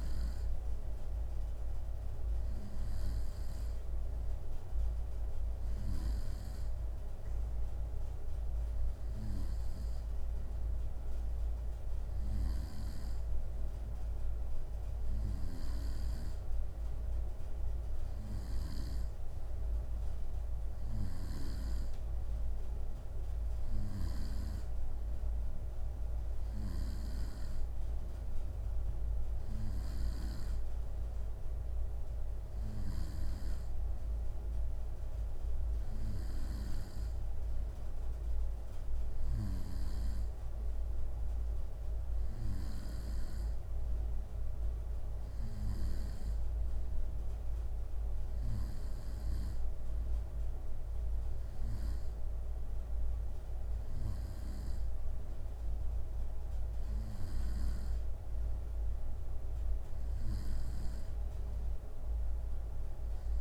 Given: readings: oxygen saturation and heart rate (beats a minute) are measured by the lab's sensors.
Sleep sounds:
breathing in sleep by a room microphone; none
0.00-10.00 s: bradycardia (device-marked)
21.00-27.00 s: bradycardia (device-marked)
From the record:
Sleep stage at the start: N2 (light sleep); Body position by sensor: on the right side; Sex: male

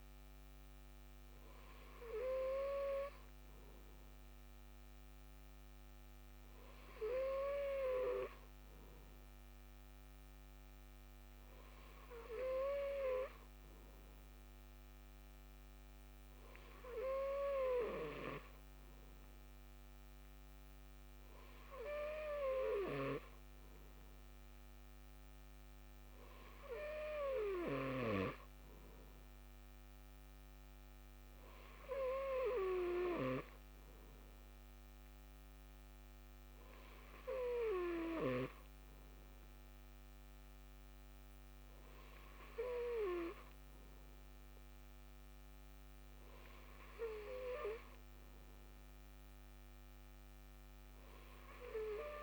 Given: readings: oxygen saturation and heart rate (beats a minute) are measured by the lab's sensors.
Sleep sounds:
breathing in sleep by a microphone on the trachea; none
none scored
From the record:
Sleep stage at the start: N2 (light sleep); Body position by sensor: on the left side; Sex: male

